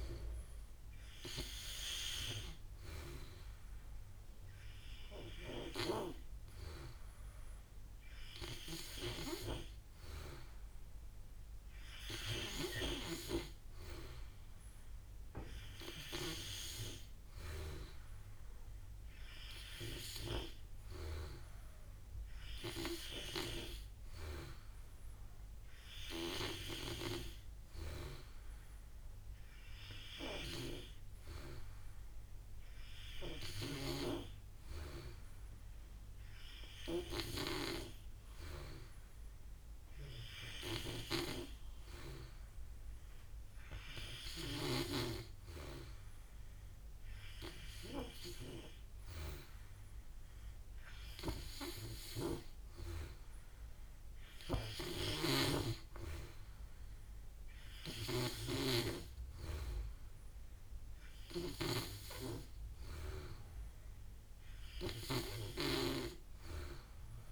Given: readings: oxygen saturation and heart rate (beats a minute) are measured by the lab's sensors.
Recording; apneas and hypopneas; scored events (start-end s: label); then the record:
breathing in sleep by a room microphone; none
54.50-58.50 s: snoring (device-marked)
60.50-67.32 s: snoring (device-marked)
From the record:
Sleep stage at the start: N3 (deep sleep); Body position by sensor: on the back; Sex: male